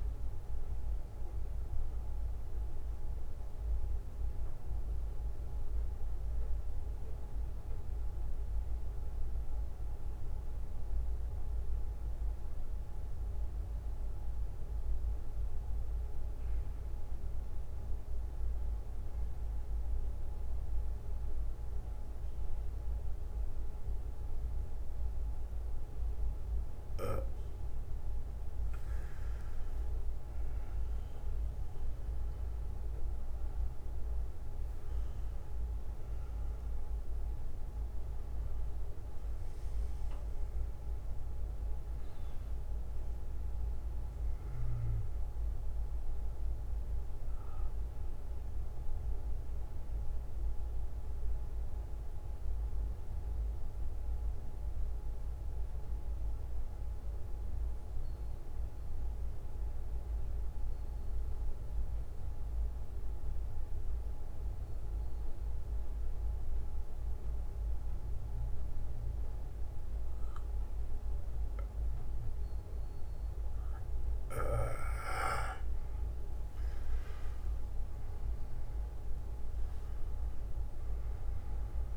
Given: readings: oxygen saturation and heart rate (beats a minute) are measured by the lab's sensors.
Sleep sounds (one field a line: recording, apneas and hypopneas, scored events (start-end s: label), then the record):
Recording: breathing in sleep, hard to hear, by a room microphone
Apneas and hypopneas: 2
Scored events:
0.00-1.00 s: oxygen desaturation (device-marked, oxygen 93% lowest, heart rate 46 extreme)
0.00-28.00 s: bradycardia (device-marked, heart rate 46 extreme)
0.50-29.00 s: mixed apnea (oxygen 96% before, 91% lowest, heart rate 64 before, 46 extreme, up 16 after)
14.00-24.00 s: oxygen desaturation (device-marked, oxygen 95% before, 91% lowest, heart rate 55 before, 52 extreme)
32.50-37.00 s: arousal
42.00-74.00 s: bradycardia (device-marked, heart rate 60 before, 46 extreme)
46.50-75.50 s: mixed apnea (oxygen 98% before, 90% lowest, heart rate 64 before, 48 extreme, up 13 after)
52.00-66.00 s: oxygen desaturation (device-marked, oxygen 95% before, 91% lowest, heart rate 61 before, 57 extreme)
77.00-81.97 s: arousal
From the record:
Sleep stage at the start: N2 (light sleep)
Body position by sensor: on the back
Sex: male